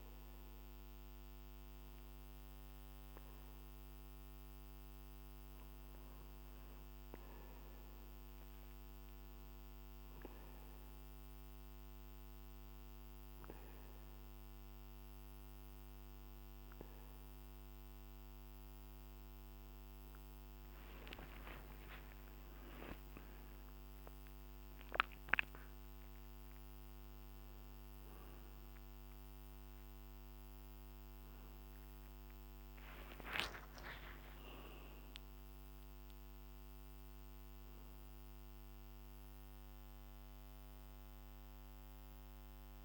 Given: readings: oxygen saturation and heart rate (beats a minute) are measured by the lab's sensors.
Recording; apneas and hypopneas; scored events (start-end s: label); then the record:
a person partly awake in a sleep study, by a microphone on the trachea; none
29.00-42.85 s: new sleep stage, awake
From the record:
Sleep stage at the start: N2 (light sleep); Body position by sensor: on the back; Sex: male